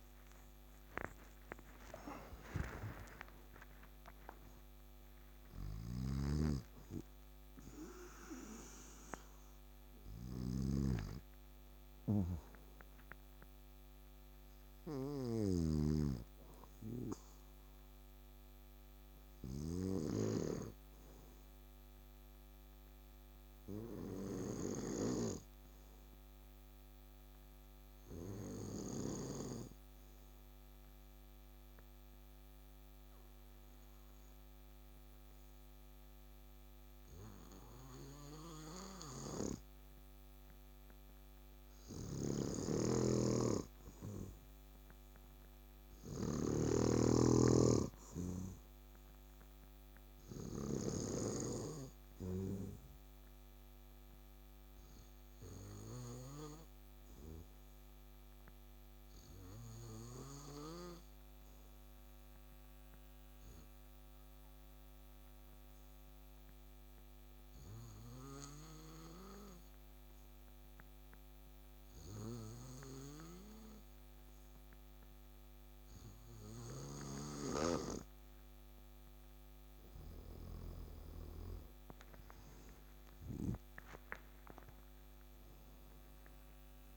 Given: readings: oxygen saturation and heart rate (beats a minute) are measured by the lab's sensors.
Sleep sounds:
breathing in sleep by a microphone on the trachea; 1
0.00-2.00 s: arousal
0.00-19.50 s: oxygen desaturation (device-marked, oxygen 90% lowest, heart rate 67 extreme)
5.50-20.00 s: snoring (device-marked)
25.50-77.00 s: obstructive apnea (oxygen 99% before, 88% lowest, heart rate 74 before, 67 extreme, up 6 after)
40.50-66.50 s: oxygen desaturation (device-marked, oxygen 99% before, 92% lowest, heart rate 68 before, 67 extreme)
42.00-46.50 s: snoring (device-marked)
76.50-86.96 s: oxygen desaturation (device-marked, oxygen 96% before, 88% lowest, heart rate 69 before, 63 extreme)
77.00-80.50 s: snoring (device-marked)
79.50-83.50 s: arousal
From the record:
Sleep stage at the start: N2 (light sleep); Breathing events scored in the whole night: 351 in 5.6 hours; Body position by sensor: on the back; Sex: male

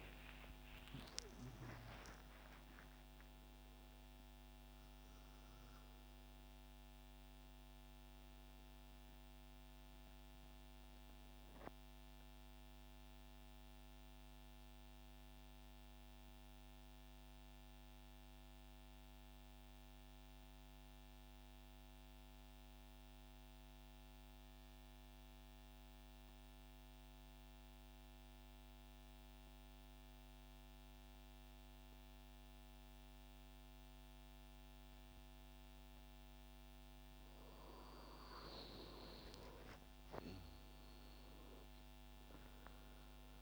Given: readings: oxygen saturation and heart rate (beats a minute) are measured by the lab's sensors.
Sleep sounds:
breathing in sleep by a microphone on the trachea; 1
0.00-2.50 s: oxygen desaturation (device-marked, oxygen 90% lowest, heart rate 27 extreme)
0.00-5.00 s: arousal
10.00-36.00 s: central apnea (oxygen 99% before, 92% lowest, heart rate 86 before, 43 extreme, up 38 after)
30.50-43.42 s: oxygen desaturation (device-marked, oxygen 99% before, 92% lowest, heart rate 117 before, 43 extreme)
37.00-42.00 s: arousal
From the record:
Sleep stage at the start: N2 (light sleep); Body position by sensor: on the right side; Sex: male

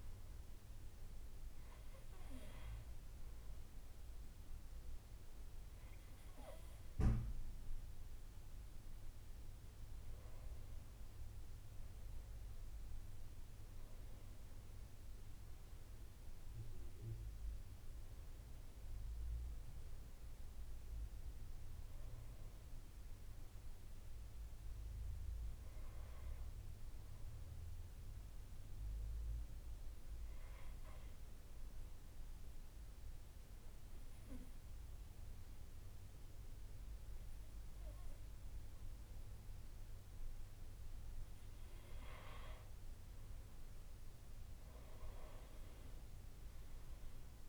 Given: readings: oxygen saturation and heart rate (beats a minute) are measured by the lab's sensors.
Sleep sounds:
breathing in sleep by a room microphone; 2
1.00-11.00 s: hypopnea (oxygen 97% before, 91% lowest, heart rate 66 before, 62 extreme, up 2 after)
14.00-19.00 s: arousal
29.50-40.50 s: obstructive apnea (oxygen 96% before, 89% lowest, heart rate 65 before, 62 extreme, up 6 after)
43.00-47.49 s: arousal
45.00-47.49 s: oxygen desaturation (device-marked, oxygen 96% before, 91% lowest, heart rate 64 before, 60 extreme)
From the record:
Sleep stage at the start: N2 (light sleep); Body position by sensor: on the back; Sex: male

